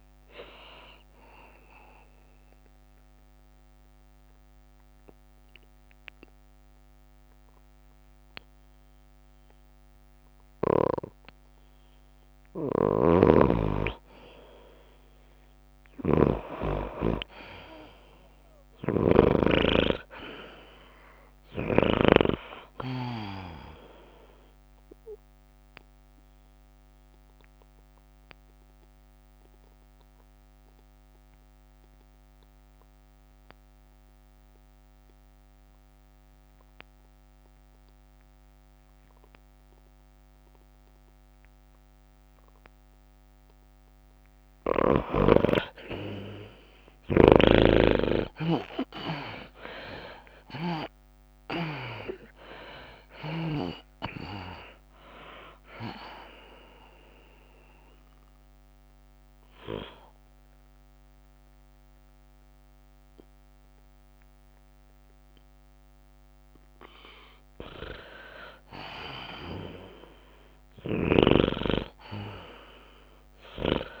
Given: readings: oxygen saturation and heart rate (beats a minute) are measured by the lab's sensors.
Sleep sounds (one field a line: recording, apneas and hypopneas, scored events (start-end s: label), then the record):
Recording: breathing in sleep by a microphone on the trachea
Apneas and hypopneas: 3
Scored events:
0.00-6.50 s: drop in pulse transit time (device-marked, heart rate 101 extreme)
0.00-13.50 s: oxygen desaturation (device-marked, oxygen 79% lowest, heart rate 92 extreme)
0.00-15.50 s: tachycardia (device-marked, heart rate 106 extreme)
2.50-12.50 s: obstructive apnea (oxygen 98% before, 79% lowest, heart rate 99 before, 98 extreme, up 1 after)
13.50-20.00 s: snoring (device-marked)
15.00-17.50 s: arousal
16.50-30.50 s: tachycardia (device-marked, heart rate 104 before, 105 extreme)
22.50-34.50 s: drop in pulse transit time (device-marked, heart rate 103 before, 100 extreme)
23.50-39.50 s: oxygen desaturation (device-marked, oxygen 98% before, 87% lowest, heart rate 103 before, 92 extreme)
28.00-44.00 s: obstructive apnea (oxygen 98% before, 81% lowest, heart rate 102 before, 92 extreme, up 10 after)
41.50-69.50 s: oxygen desaturation (device-marked, oxygen 95% before, 81% lowest, heart rate 101 before, 94 extreme)
46.50-49.50 s: arousal
48.50-74.00 s: tachycardia (device-marked, heart rate 103 before, 107 extreme)
52.50-66.50 s: drop in pulse transit time (device-marked, heart rate 96 before, 104 extreme)
58.00-68.50 s: obstructive apnea (oxygen 95% before, 77% lowest, heart rate 98 before, 96 extreme, up 0 after)
71.00-74.00 s: arousal
From the record:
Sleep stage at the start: N2 (light sleep)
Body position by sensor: on the back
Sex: female